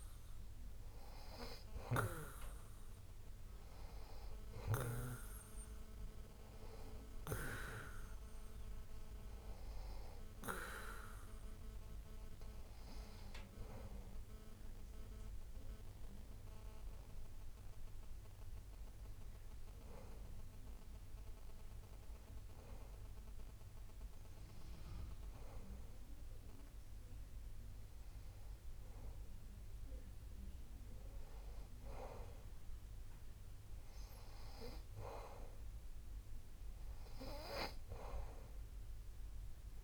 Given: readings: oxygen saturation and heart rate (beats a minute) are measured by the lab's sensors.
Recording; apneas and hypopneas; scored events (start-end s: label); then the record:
breathing in sleep by a room microphone; none
33.50-39.84 s: new sleep stage, awake
From the record:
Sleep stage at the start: N2 (light sleep); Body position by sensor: on the back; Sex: male